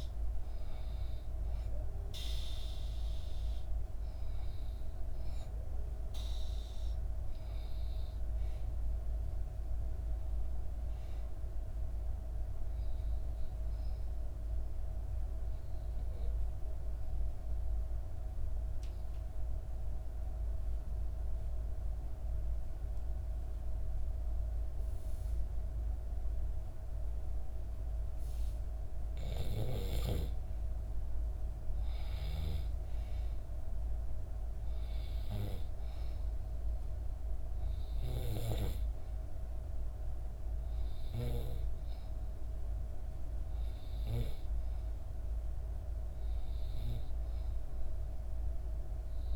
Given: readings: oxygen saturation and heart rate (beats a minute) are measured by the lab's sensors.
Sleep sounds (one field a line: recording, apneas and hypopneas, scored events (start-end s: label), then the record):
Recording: breathing in sleep by a room microphone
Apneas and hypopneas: 1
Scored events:
14.50-29.50 s: obstructive apnea (oxygen 95% before, 90% lowest, heart rate 67 before, 63 extreme, up 4 after)
31.00-34.00 s: arousal
34.50-49.36 s: oxygen desaturation (device-marked, oxygen 96% before, 91% lowest, heart rate 65 before, 64 extreme)
From the record:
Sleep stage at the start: N2 (light sleep)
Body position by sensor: on the back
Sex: female